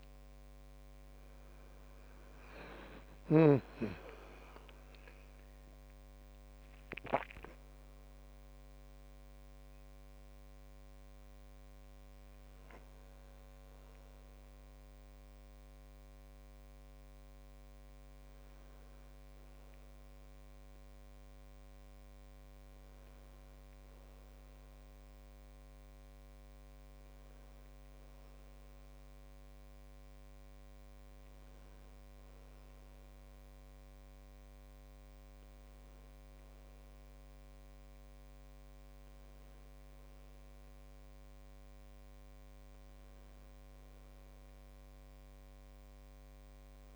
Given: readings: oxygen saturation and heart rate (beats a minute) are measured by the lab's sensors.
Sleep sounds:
a person awake in a sleep study, by a microphone on the trachea; none
30.00-46.96 s: new sleep stage, N1 (lightest sleep)
From the record:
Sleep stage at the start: awake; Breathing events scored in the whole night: 132 in 5.1 hours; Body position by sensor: on the back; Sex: male

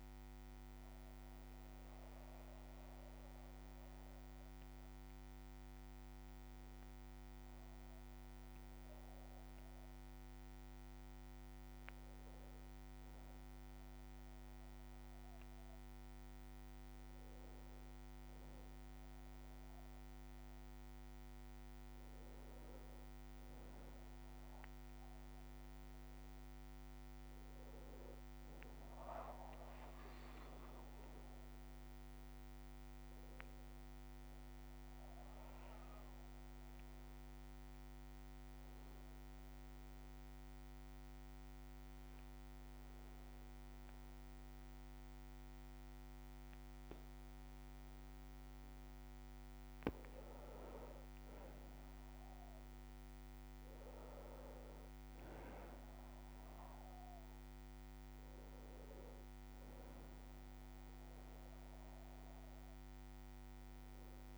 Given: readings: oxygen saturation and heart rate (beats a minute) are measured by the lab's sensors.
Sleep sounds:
breathing in sleep, hard to hear, by a microphone on the trachea; 1
20.50-26.50 s: bradycardia (device-marked, heart rate 65 before, 53 extreme)
21.50-23.50 s: long interval between heartbeats (device-marked, heart rate 60 before, 65 extreme)
28.50-32.00 s: arousal
35.00-49.50 s: obstructive apnea (oxygen 98% before, 93% lowest, heart rate 59 before, 54 extreme, up 2 after)
51.00-55.50 s: arousal
52.50-64.38 s: new sleep stage, N2 (light sleep)
54.50-64.38 s: oxygen desaturation (device-marked, oxygen 96% before, 93% lowest, heart rate 61 before, 44 extreme)
56.50-62.50 s: bradycardia (device-marked, heart rate 65 before, 54 extreme)
57.50-59.50 s: long interval between heartbeats (device-marked, heart rate 61 before, 63 extreme)
From the record:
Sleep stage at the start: N1 (lightest sleep); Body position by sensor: on the back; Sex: male

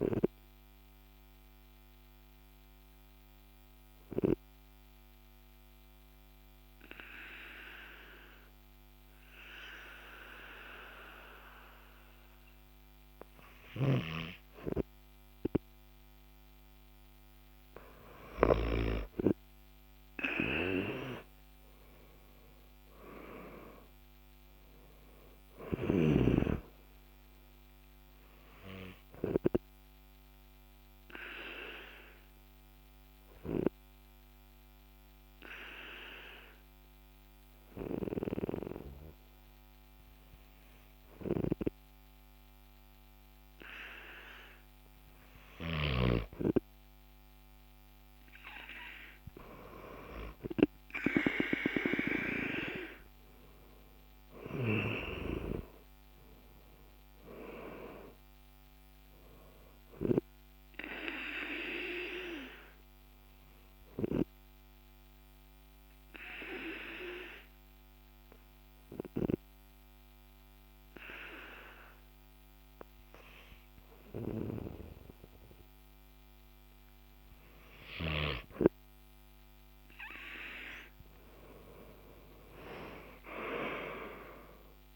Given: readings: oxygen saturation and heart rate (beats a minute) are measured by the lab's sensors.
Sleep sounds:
breathing in sleep by a microphone on the trachea; 3
1.50-15.50 s: obstructive apnea (oxygen 97% before, 95% lowest, heart rate 56 before, 47 extreme, up 11 after)
14.50-22.50 s: oxygen desaturation (device-marked, oxygen 98% before, 95% lowest, heart rate 52 before, 47 extreme)
19.50-24.50 s: arousal
30.50-44.50 s: obstructive apnea (oxygen 98% before, 95% lowest, heart rate 55 before, 48 extreme, up 10 after)
52.00-57.00 s: arousal
62.50-77.00 s: obstructive apnea (oxygen 98% before, 95% lowest, heart rate 56 before, 46 extreme, up 30 after)
80.50-84.96 s: oxygen desaturation (device-marked, oxygen 98% before, 95% lowest, heart rate 52 before, 46 extreme)
81.50-84.96 s: arousal
From the record:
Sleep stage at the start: N2 (light sleep); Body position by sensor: on the back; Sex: male

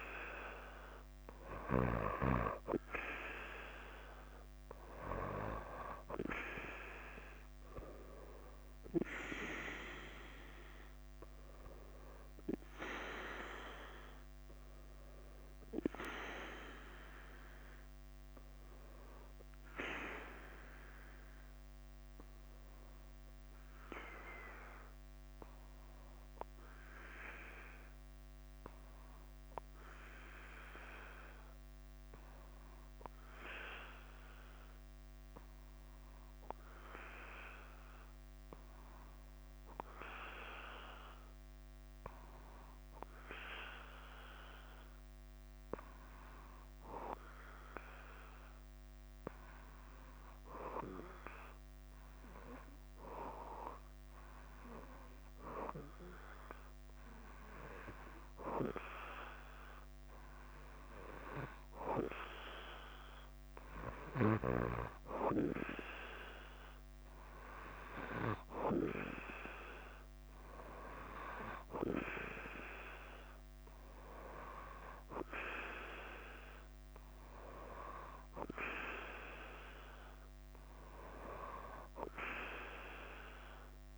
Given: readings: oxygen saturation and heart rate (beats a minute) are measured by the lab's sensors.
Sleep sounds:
breathing in sleep by a microphone on the trachea; 1
0.00-3.50 s: arousal
0.00-83.98 s: bradycardia (device-marked, heart rate 44 extreme)
22.50-44.50 s: oxygen desaturation (device-marked, oxygen 97% before, 93% lowest, heart rate 52 before, 48 extreme)
27.00-62.50 s: hypopnea (oxygen 98% before, 93% lowest, heart rate 51 before, 48 extreme, up 1 after)
64.50-68.50 s: arousal
71.50-83.98 s: oxygen desaturation (device-marked, oxygen 98% before, 93% lowest, heart rate 51 before, 50 extreme)
From the record:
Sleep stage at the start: N2 (light sleep); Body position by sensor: on the back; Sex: male

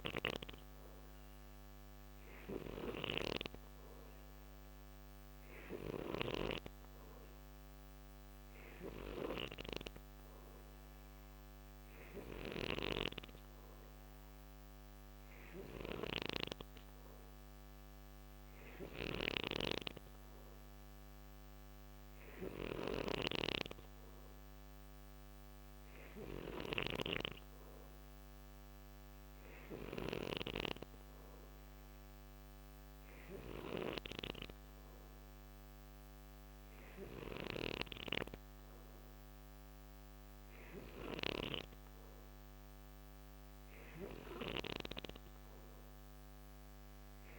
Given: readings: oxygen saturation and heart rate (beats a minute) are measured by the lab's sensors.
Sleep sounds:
breathing in sleep by a microphone on the trachea; none
0.00-5.50 s: snoring (device-marked)
11.50-37.00 s: snoring (device-marked)
43.50-47.39 s: snoring (device-marked)
From the record:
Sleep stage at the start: N2 (light sleep); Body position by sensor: on the right side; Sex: male

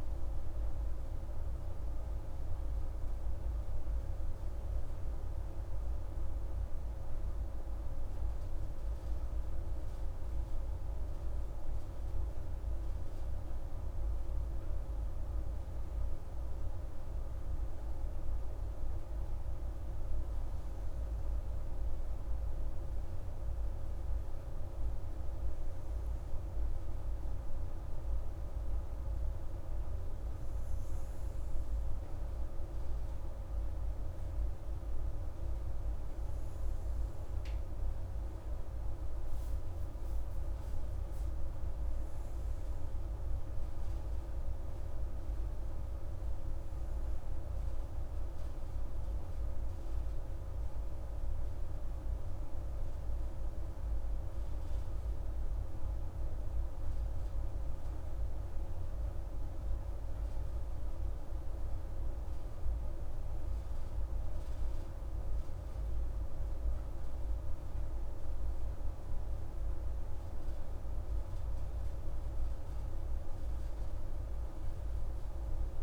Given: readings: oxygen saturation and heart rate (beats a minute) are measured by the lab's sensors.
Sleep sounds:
breathing in sleep, hard to hear, by a room microphone; none
none scored
From the record:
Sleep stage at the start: N2 (light sleep); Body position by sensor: on the right side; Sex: female

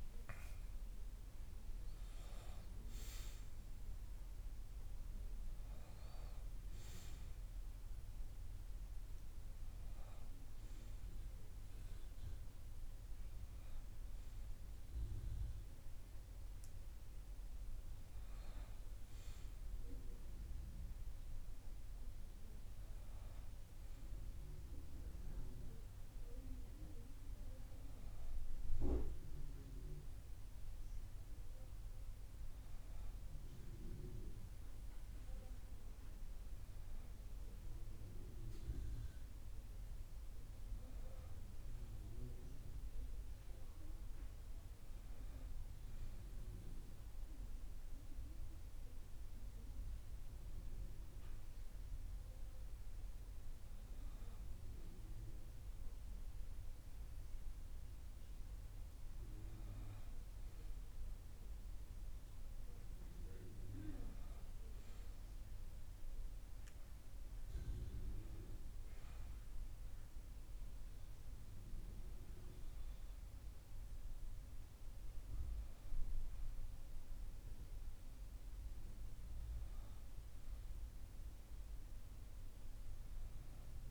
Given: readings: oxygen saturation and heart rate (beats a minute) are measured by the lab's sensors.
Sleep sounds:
breathing in sleep by a room microphone; none
none scored
From the record:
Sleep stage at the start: REM sleep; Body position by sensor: on the back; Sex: male

